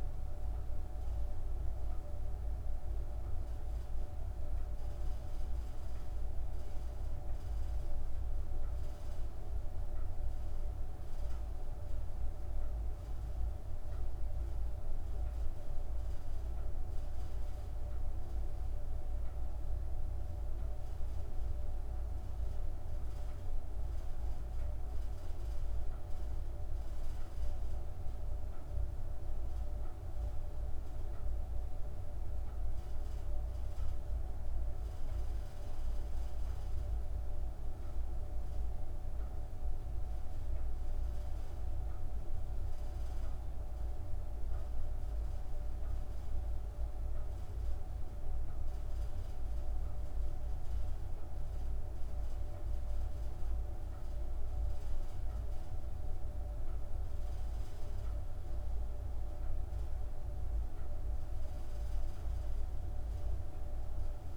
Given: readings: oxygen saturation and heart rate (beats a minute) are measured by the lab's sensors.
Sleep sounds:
breathing in sleep, hard to hear, by a room microphone; none
none scored
From the record:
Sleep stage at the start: N2 (light sleep); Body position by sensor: on the back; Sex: female

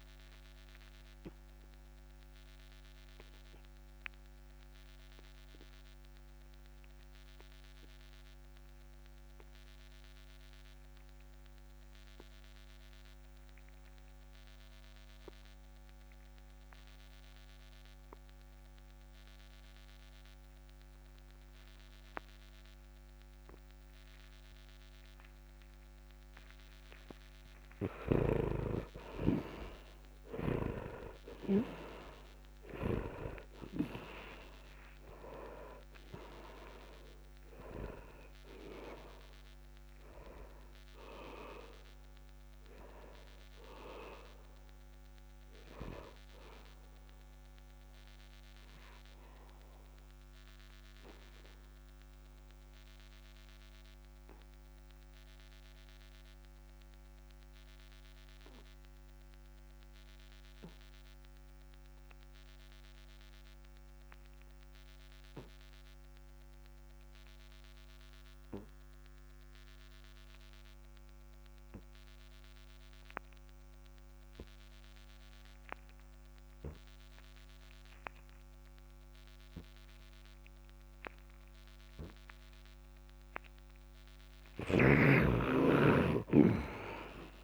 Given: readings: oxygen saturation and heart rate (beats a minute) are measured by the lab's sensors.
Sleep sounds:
breathing in sleep by a microphone on the trachea; 2
0.50-26.50 s: obstructive apnea (oxygen 100% before, 76% lowest, heart rate 62 before, 51 extreme, up 5 after)
1.00-16.00 s: oxygen desaturation (device-marked, oxygen 98% before, 79% lowest, heart rate 61 before, 51 extreme)
24.00-56.00 s: oxygen desaturation (device-marked, oxygen 98% before, 76% lowest, heart rate 64 before, 52 extreme)
28.50-32.50 s: arousal
46.00-83.00 s: obstructive apnea (oxygen 98% before, 71% lowest, heart rate 61 before, 50 extreme, up 6 after)
74.00-87.43 s: oxygen desaturation (device-marked, oxygen 99% before, 71% lowest, heart rate 65 before, 50 extreme)
85.00-87.43 s: arousal
From the record:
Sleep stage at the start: N2 (light sleep); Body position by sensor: on the back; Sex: male

